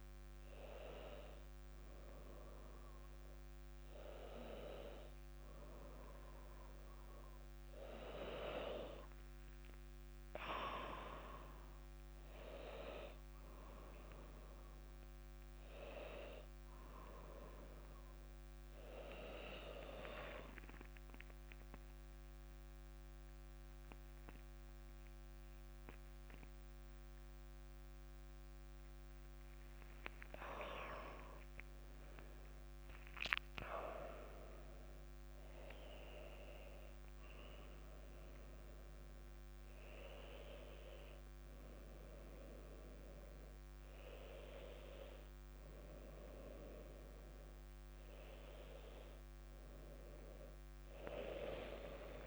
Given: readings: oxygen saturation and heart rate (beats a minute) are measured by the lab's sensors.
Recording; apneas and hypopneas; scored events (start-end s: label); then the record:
breathing in sleep by a microphone on the trachea; 1
11.00-15.00 s: arousal
20.00-30.50 s: central apnea (oxygen 99% before, 96% lowest, heart rate 63 before, 59 extreme, up 3 after)
From the record:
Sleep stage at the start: N2 (light sleep); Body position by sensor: on the back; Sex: female